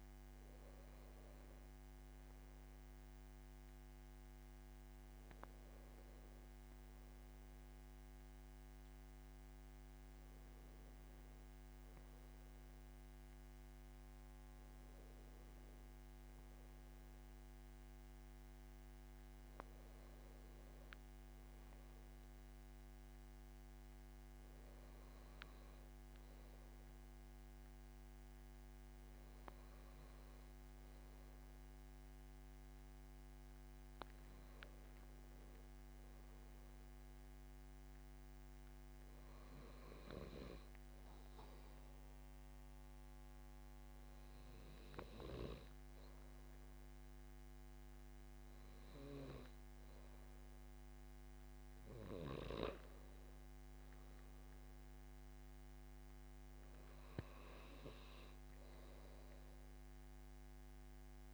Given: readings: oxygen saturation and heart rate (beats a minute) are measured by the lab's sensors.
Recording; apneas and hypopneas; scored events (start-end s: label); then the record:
breathing in sleep by a microphone on the trachea; none
none scored
From the record:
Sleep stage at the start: N2 (light sleep); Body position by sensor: on the back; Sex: male